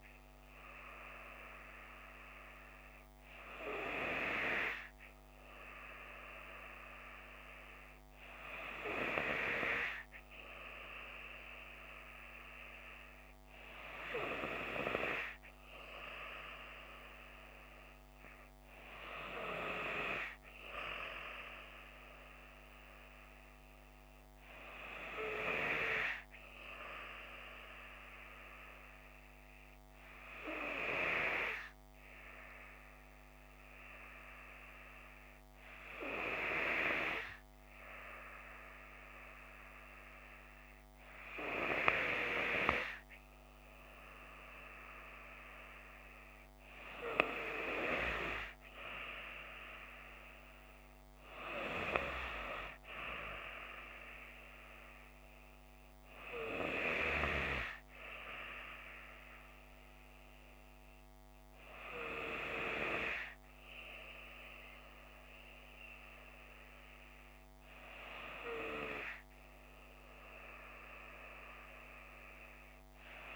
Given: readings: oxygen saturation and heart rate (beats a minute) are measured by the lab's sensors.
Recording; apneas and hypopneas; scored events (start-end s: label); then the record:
breathing in sleep by a microphone on the trachea; none
none scored
From the record:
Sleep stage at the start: N3 (deep sleep); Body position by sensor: on the left side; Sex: female